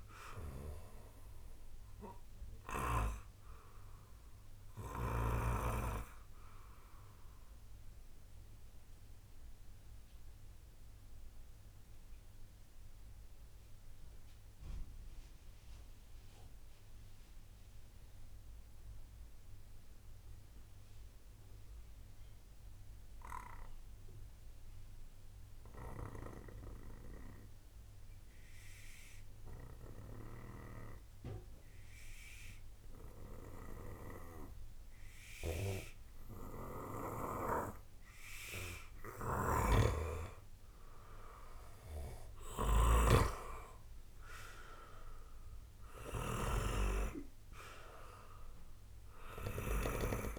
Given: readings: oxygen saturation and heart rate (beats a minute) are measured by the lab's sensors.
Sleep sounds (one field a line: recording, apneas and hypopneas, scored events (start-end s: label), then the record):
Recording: breathing in sleep by a room microphone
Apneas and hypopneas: 1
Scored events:
0.00-3.00 s: snoring (device-marked)
0.00-19.50 s: oxygen desaturation (device-marked, oxygen 92% lowest, heart rate 45 extreme)
2.00-37.50 s: obstructive apnea (oxygen 97% before, 92% lowest, heart rate 62 before, 43 extreme, up 32 after)
35.00-50.39 s: snoring (device-marked)
40.00-44.50 s: arousal
44.50-50.39 s: oxygen desaturation (device-marked, oxygen 95% before, 92% lowest, heart rate 65 before, 43 extreme)
From the record:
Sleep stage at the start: N2 (light sleep)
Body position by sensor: on the right side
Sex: male